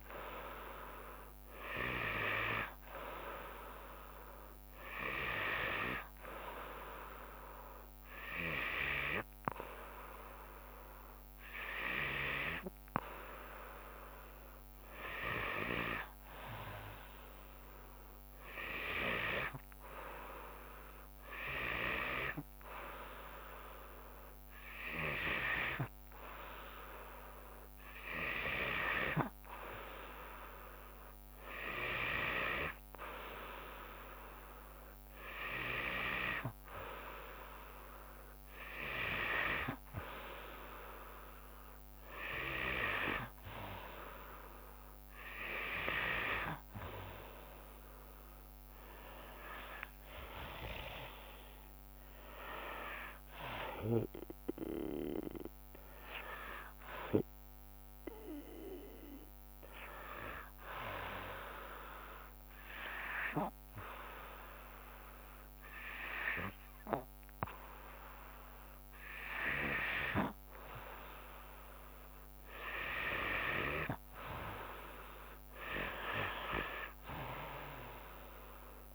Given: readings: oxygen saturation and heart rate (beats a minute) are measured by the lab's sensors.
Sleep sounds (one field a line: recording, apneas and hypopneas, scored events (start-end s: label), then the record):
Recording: breathing in sleep by a microphone on the trachea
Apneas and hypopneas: 1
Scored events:
0.50-10.50 s: drop in pulse transit time (device-marked, heart rate 70 before, 72 extreme)
48.50-60.50 s: drop in pulse transit time (device-marked, heart rate 74 before, 72 extreme)
57.50-60.50 s: arousal
63.00-73.00 s: hypopnea (oxygen 94% before, 92% lowest, heart rate 79 before, 69 extreme, up 7 after)
76.50-78.95 s: drop in pulse transit time (device-marked, heart rate 73 before, 69 extreme)
77.50-78.95 s: arousal
From the record:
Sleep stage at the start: N2 (light sleep)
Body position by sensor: on the back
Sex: female